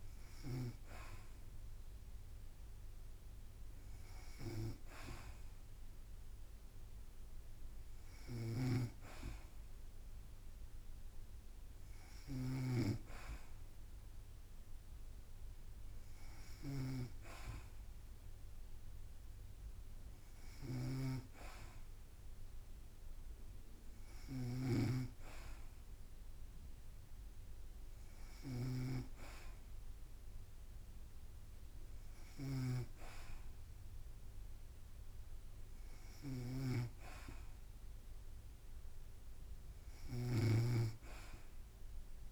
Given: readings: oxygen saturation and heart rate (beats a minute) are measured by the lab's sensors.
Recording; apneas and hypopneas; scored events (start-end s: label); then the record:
breathing in sleep by a room microphone; none
8.50-29.00 s: snoring (device-marked)
From the record:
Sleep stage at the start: N2 (light sleep); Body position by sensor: on the back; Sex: female